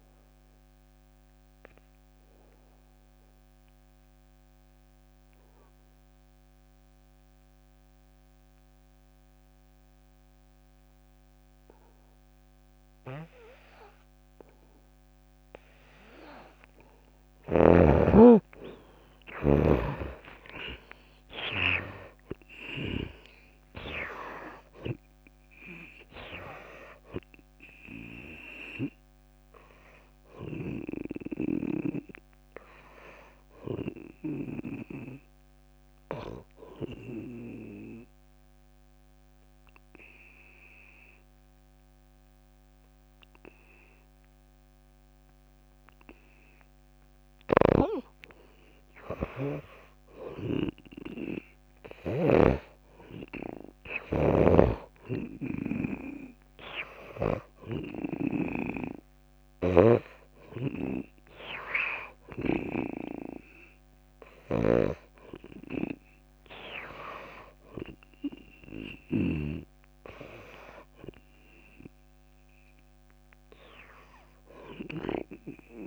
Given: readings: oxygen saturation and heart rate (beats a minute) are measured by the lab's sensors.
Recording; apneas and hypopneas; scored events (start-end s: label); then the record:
breathing in sleep by a microphone on the trachea; 2
1.00-17.00 s: obstructive apnea (oxygen 97% before, 82% lowest, heart rate 68 before, 58 extreme, up 16 after)
11.50-13.50 s: long interval between heartbeats (device-marked, heart rate 66 before, 59 extreme)
14.50-34.50 s: oxygen desaturation (device-marked, oxygen 97% before, 82% lowest, heart rate 65 before, 64 extreme)
18.50-22.00 s: arousal
20.00-23.50 s: snoring (device-marked)
37.00-49.00 s: obstructive apnea (oxygen 97% before, 89% lowest, heart rate 70 before, 66 extreme, up 9 after)
44.50-56.50 s: drop in pulse transit time (device-marked, heart rate 69 before, 67 extreme)
47.50-69.50 s: snoring (device-marked)
50.00-53.50 s: arousal
52.50-66.50 s: oxygen desaturation (device-marked, oxygen 98% before, 89% lowest, heart rate 68 before, 65 extreme)
From the record:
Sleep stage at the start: N2 (light sleep); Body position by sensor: on the back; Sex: female